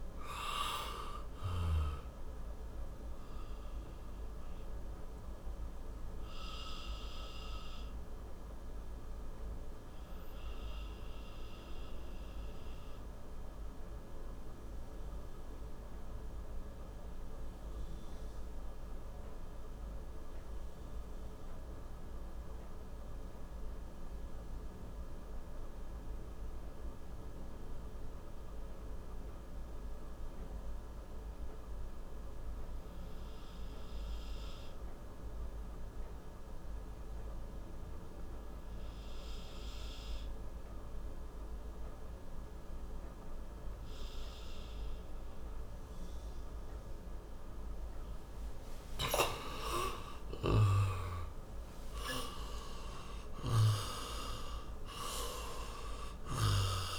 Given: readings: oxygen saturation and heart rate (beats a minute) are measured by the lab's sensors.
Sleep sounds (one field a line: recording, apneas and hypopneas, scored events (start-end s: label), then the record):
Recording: breathing in sleep by a room microphone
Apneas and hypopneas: 1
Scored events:
0.00-28.50 s: oxygen desaturation (device-marked, oxygen 86% lowest, heart rate 57 extreme)
4.00-47.50 s: obstructive apnea (oxygen 98% before, 86% lowest, heart rate 66 before, 55 extreme, up 9 after)
47.50-56.99 s: oxygen desaturation (device-marked, oxygen 97% before, 86% lowest, heart rate 62 before, 55 extreme)
49.00-53.00 s: arousal
From the record:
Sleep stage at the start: N2 (light sleep)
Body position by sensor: on the back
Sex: male